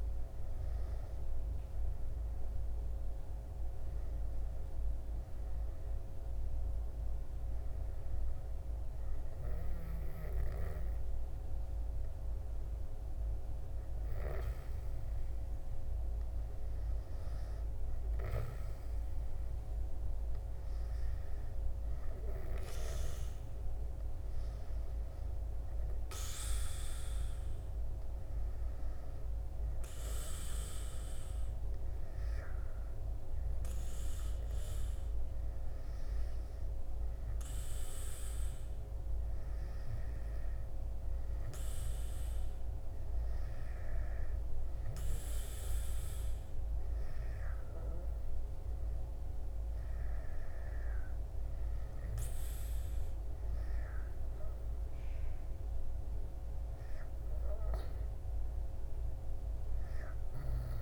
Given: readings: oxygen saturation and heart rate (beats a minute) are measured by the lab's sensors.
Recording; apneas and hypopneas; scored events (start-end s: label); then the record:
breathing in sleep, hard to hear, by a room microphone; none
none scored
From the record:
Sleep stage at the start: N2 (light sleep); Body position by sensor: on the back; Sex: male